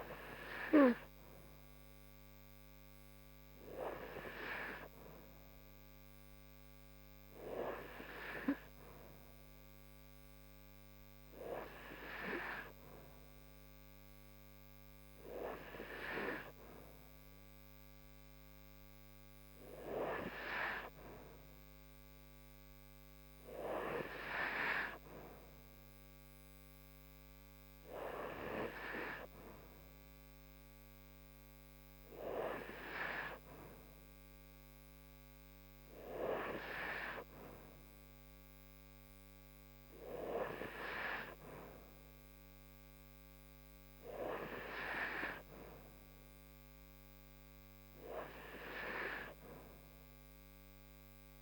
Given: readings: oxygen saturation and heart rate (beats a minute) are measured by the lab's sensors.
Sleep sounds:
breathing in sleep by a microphone on the trachea; none
none scored
From the record:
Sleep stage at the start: N2 (light sleep); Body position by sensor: upright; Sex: female

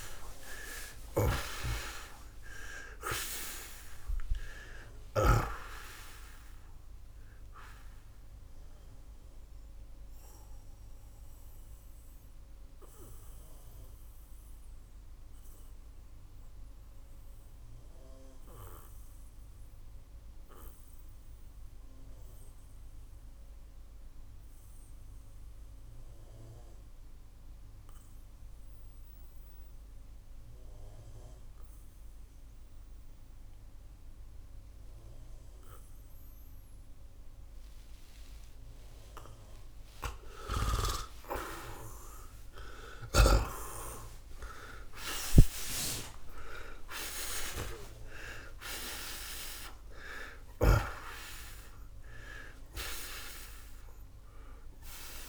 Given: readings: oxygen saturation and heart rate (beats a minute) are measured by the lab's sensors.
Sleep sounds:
breathing in sleep by a room microphone; 1
0.00-5.00 s: snoring (device-marked)
2.00-39.00 s: oxygen desaturation (device-marked, oxygen 94% before, 77% lowest, heart rate 111 before, 58 extreme)
8.00-39.00 s: mixed apnea (oxygen 94% before, 77% lowest, heart rate 130 before, 58 extreme)
41.50-47.50 s: arousal
From the record:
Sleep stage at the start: N2 (light sleep); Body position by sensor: on the back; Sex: male

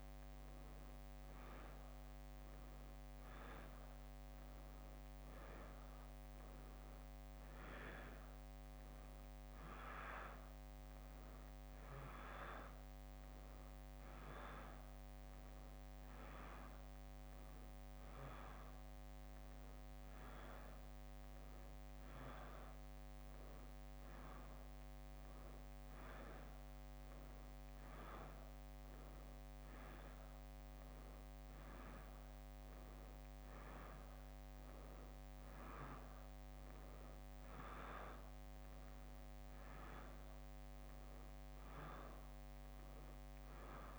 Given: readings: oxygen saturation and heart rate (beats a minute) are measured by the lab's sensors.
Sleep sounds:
a person awake in a sleep study, by a microphone on the trachea; none
3.50-12.00 s: leg movement (device-marked)
14.50-22.50 s: leg movement (device-marked)
26.50-32.00 s: leg movement (device-marked)
34.00-41.00 s: leg movement (device-marked)
41.50-43.99 s: leg movement (device-marked)
From the record:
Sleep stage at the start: awake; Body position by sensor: on the back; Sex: female

